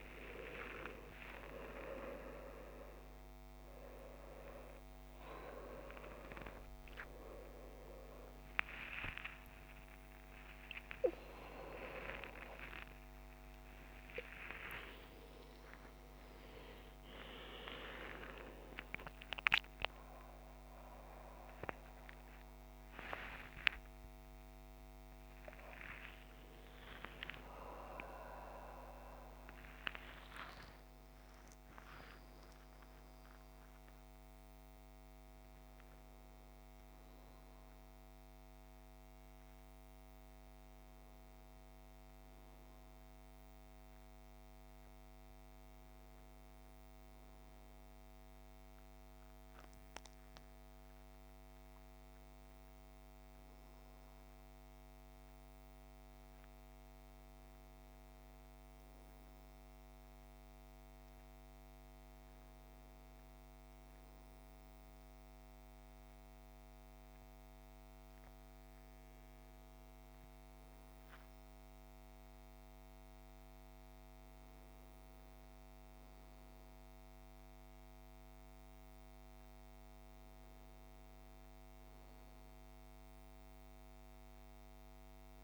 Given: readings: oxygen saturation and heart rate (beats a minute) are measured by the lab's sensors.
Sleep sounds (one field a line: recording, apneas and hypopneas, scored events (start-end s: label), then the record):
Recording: a person partly awake in a sleep study, by a microphone on the trachea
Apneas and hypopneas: none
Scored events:
26.00-34.00 s: oxygen desaturation (device-marked, oxygen 97% before, 94% lowest, heart rate 119 before, 65 extreme)
26.00-85.44 s: new sleep stage, N1 (lightest sleep)
From the record:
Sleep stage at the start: awake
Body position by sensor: on the back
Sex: male